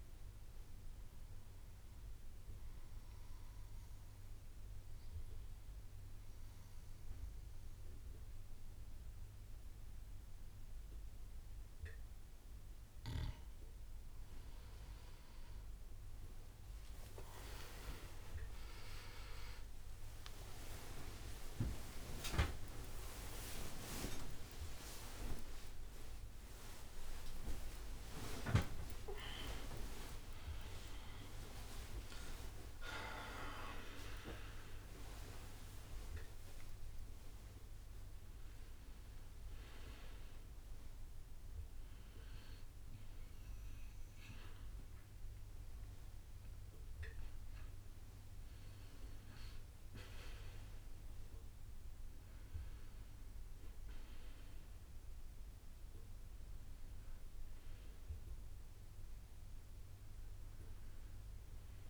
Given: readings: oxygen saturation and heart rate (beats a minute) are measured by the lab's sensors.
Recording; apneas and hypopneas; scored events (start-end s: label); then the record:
a person partly awake in a sleep study, by a room microphone; 1
0.00-3.50 s: oxygen desaturation (device-marked, oxygen 94% lowest)
5.00-15.00 s: obstructive apnea (oxygen 98% before, 95% lowest)
18.50-20.50 s: long interval between heartbeats (device-marked)
18.50-54.50 s: bradycardia (device-marked)
19.50 s: drop in pulse transit time (device-marked)
24.00-26.00 s: long interval between heartbeats (device-marked)
27.50-57.50 s: new sleep stage, awake
30.50-37.50 s: oxygen desaturation (device-marked, oxygen 98% before, 95% lowest, heart rate 31 before, 47 extreme)
31.00-33.00 s: long interval between heartbeats (device-marked, heart rate 31 before, 28 extreme)
31.50-38.50 s: drop in pulse transit time (device-marked, heart rate 33 before, 28 extreme)
57.50-61.90 s: new sleep stage, N1 (lightest sleep)
From the record:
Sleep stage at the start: N2 (light sleep); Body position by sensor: on the right side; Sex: male